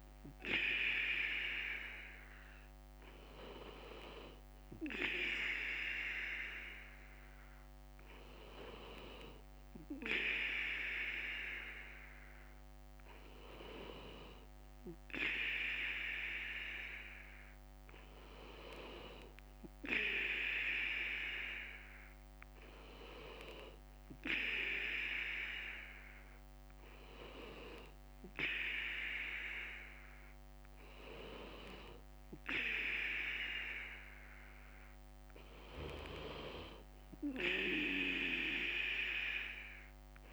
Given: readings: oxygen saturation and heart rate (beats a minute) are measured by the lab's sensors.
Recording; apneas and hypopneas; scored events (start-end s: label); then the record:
breathing in sleep by a microphone on the trachea; none
0.00-40.33 s: bradycardia (device-marked, heart rate 55 extreme)
From the record:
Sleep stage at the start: N2 (light sleep); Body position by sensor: on the back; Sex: male